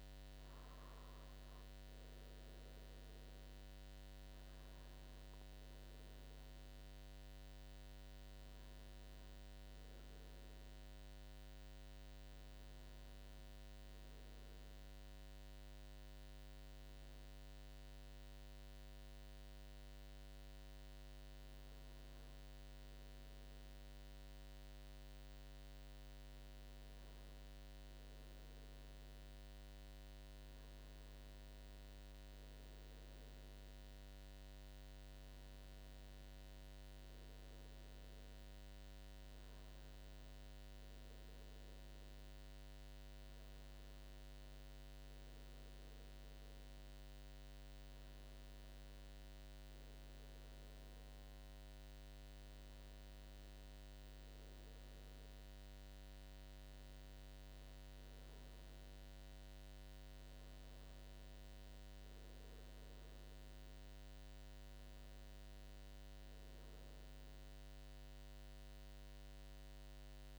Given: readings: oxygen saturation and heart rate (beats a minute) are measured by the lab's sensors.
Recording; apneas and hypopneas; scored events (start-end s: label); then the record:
breathing in sleep, hard to hear, by a microphone on the trachea; none
51.50-55.50 s: arousal
From the record:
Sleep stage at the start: N2 (light sleep); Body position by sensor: on the right side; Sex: male